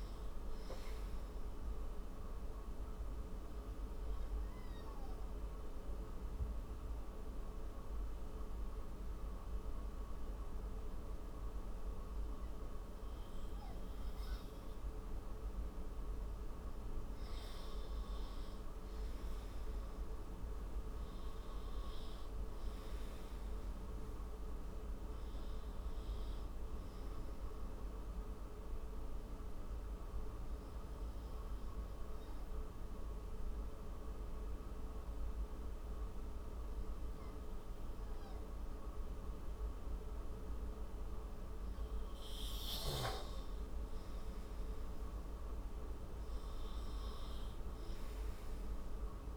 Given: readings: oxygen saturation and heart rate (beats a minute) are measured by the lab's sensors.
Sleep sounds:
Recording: breathing in sleep, hard to hear, by a room microphone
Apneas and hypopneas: 2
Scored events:
2.00-14.50 s: obstructive apnea (oxygen 99% before, 94% lowest)
6.00-19.00 s: oxygen desaturation (device-marked, oxygen 99% before, 95% lowest)
16.50-20.00 s: arousal
29.50-40.50 s: obstructive apnea (oxygen 99% before, 94% lowest)
36.00-46.00 s: oxygen desaturation (device-marked, oxygen 97% before, 94% lowest)
45.00-49.00 s: arousal
From the record:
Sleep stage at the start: N2 (light sleep)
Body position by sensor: on the right side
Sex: male

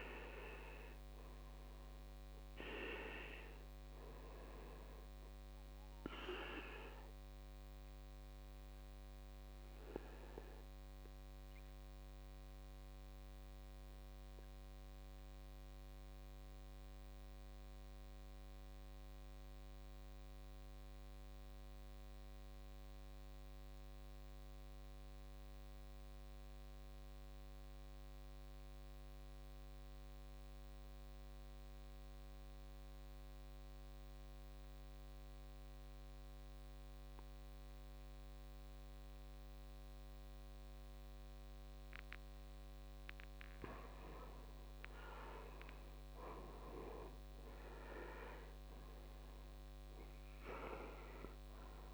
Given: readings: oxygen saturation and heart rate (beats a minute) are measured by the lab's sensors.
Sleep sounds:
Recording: breathing in sleep by a microphone on the trachea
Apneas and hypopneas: 1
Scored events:
7.50-43.00 s: obstructive apnea (oxygen 97% before, 80% lowest, heart rate 62 before, 52 extreme, up 12 after)
13.00-25.00 s: oxygen desaturation (device-marked, oxygen 96% before, 89% lowest, heart rate 62 before, 52 extreme)
41.00-51.94 s: oxygen desaturation (device-marked, oxygen 99% before, 80% lowest, heart rate 56 before, 51 extreme)
45.00-49.50 s: arousal
From the record:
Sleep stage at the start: N2 (light sleep)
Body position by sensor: on the back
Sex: male

